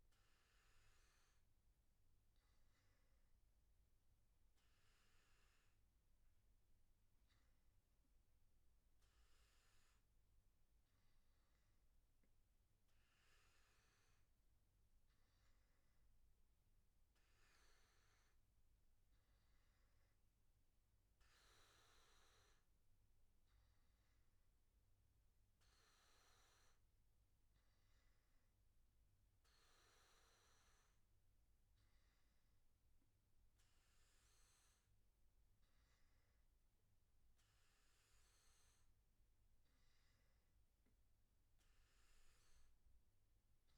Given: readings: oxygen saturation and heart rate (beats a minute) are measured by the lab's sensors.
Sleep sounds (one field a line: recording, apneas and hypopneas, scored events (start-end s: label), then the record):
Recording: breathing in sleep, hard to hear, by a room microphone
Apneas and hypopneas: none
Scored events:
none scored
From the record:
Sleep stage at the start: N1 (lightest sleep)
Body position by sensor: on the back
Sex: male